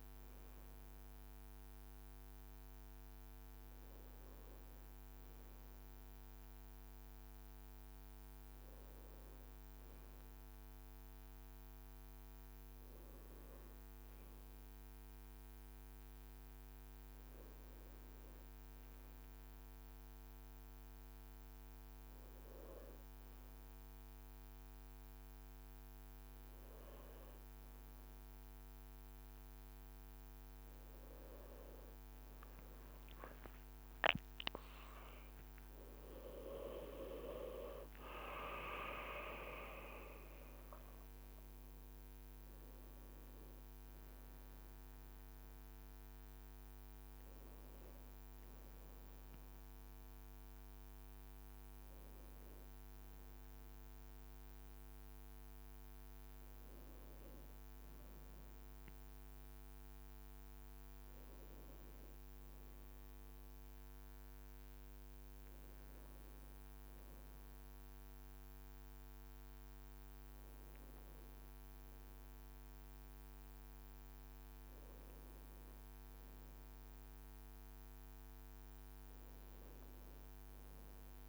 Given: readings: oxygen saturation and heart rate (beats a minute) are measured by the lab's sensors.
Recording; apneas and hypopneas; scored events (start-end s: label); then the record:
breathing in sleep by a microphone on the trachea; none
33.00-39.00 s: leg movement (device-marked)
72.50-76.50 s: leg movement (device-marked)
From the record:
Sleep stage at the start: N1 (lightest sleep); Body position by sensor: on the back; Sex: male